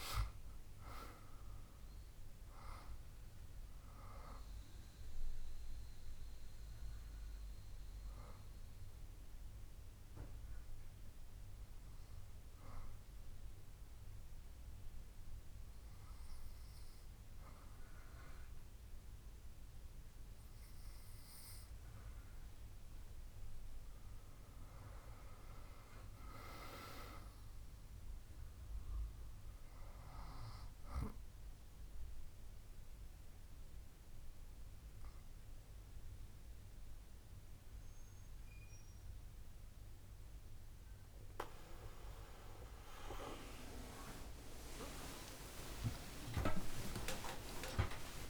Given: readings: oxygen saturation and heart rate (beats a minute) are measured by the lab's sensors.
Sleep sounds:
breathing in sleep by a room microphone; 2
0.00-3.50 s: arousal
11.00-23.50 s: obstructive apnea (oxygen 98% before, 95% lowest, heart rate 74 before, 68 extreme, up 3 after)
25.50-28.50 s: arousal
33.50-43.50 s: obstructive apnea (oxygen 98% before, 95% lowest, heart rate 72 before, 69 extreme)
From the record:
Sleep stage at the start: N2 (light sleep); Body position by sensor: on the back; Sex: female

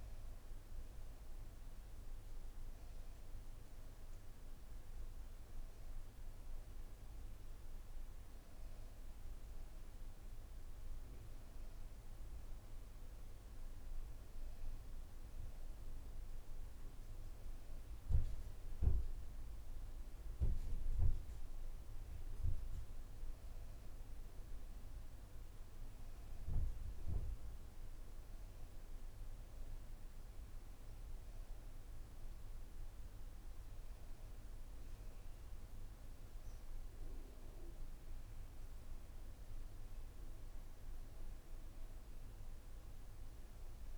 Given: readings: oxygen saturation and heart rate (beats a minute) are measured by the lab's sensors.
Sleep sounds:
breathing in sleep, hard to hear, by a room microphone; none
none scored
From the record:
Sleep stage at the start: N1 (lightest sleep); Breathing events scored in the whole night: 164 in 5.3 hours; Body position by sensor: on the back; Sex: female

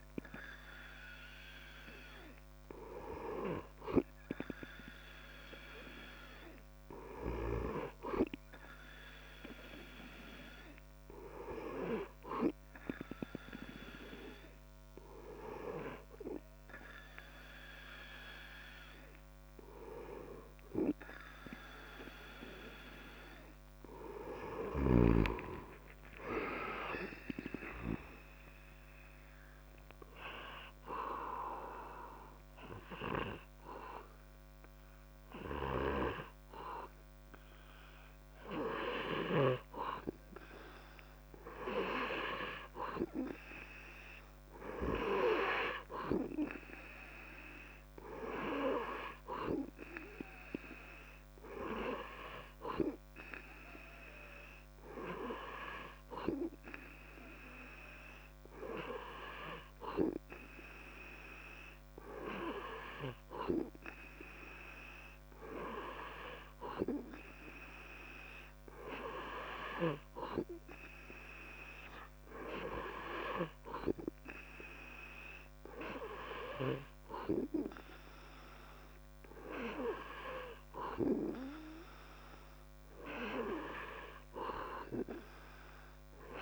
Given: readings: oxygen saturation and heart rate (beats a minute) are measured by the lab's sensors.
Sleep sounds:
breathing in sleep by a microphone on the trachea; none
none scored
From the record:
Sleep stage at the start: N2 (light sleep); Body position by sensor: on the back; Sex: male

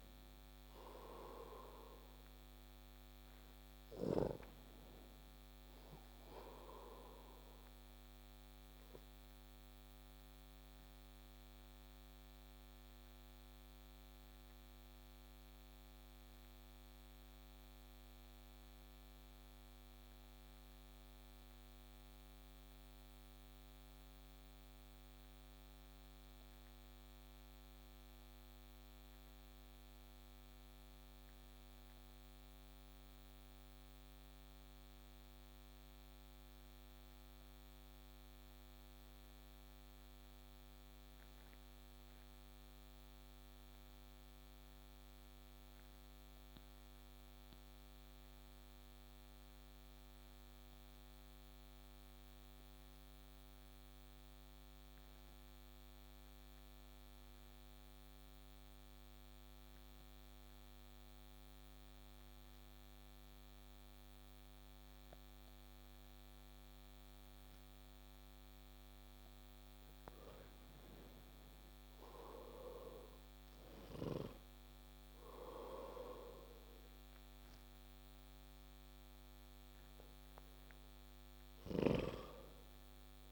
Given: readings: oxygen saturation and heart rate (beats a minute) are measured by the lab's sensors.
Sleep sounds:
breathing in sleep by a microphone on the trachea; 1
9.50-67.50 s: obstructive apnea (oxygen 95% before, 87% lowest)
12.50-26.50 s: oxygen desaturation (device-marked, oxygen 92% before, 89% lowest)
69.00-74.00 s: arousal
69.50-83.32 s: oxygen desaturation (device-marked, oxygen 96% before, 87% lowest)
From the record:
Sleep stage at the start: N2 (light sleep); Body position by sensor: on the back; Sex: male

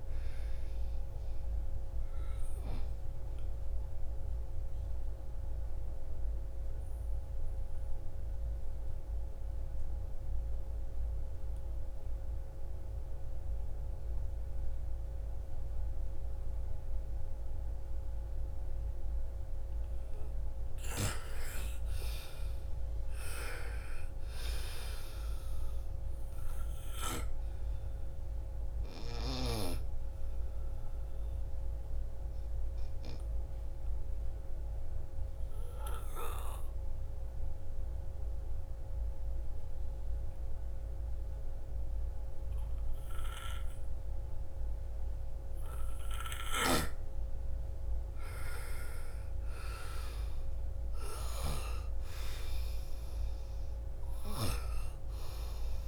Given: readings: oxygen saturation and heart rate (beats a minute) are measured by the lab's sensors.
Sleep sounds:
breathing in sleep by a room microphone; 2
0.00-10.50 s: oxygen desaturation (device-marked, oxygen 92% lowest, heart rate 47 extreme)
6.00-19.00 s: obstructive apnea (oxygen 98% before, 87% lowest, heart rate 58 before, 47 extreme, up 18 after)
20.50-24.50 s: arousal
24.50-40.50 s: oxygen desaturation (device-marked, oxygen 97% before, 88% lowest, heart rate 55 before, 47 extreme)
36.00-47.50 s: obstructive apnea (oxygen 97% before, 87% lowest, heart rate 61 before, 36 extreme, up 6 after)
48.50-55.88 s: oxygen desaturation (device-marked, oxygen 97% before, 87% lowest, heart rate 59 before, 36 extreme)
49.00-53.00 s: arousal
From the record:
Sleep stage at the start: N2 (light sleep); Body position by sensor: on the right side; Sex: female

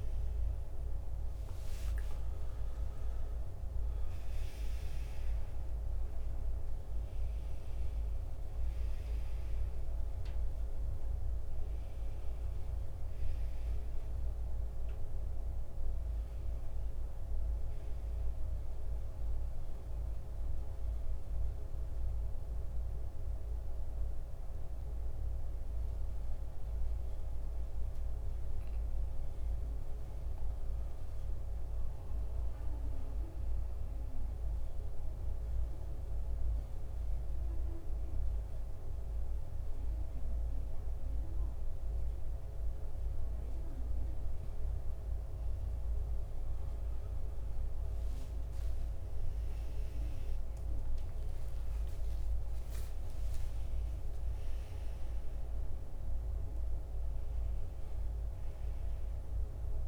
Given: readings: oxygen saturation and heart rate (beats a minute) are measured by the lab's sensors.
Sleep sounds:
breathing in sleep, hard to hear, by a room microphone; 1
0.00-1.00 s: arousal
8.50-29.50 s: oxygen desaturation (device-marked, oxygen 93% before, 87% lowest, heart rate 75 before, 67 extreme)
31.50-46.00 s: central apnea (oxygen 96% before, 87% lowest, heart rate 74 before, 68 extreme, up 15 after)
43.50-59.88 s: oxygen desaturation (device-marked, oxygen 96% before, 89% lowest, heart rate 70 before, 69 extreme)
48.50-53.50 s: arousal
From the record:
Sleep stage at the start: N2 (light sleep); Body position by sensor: on the back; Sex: male

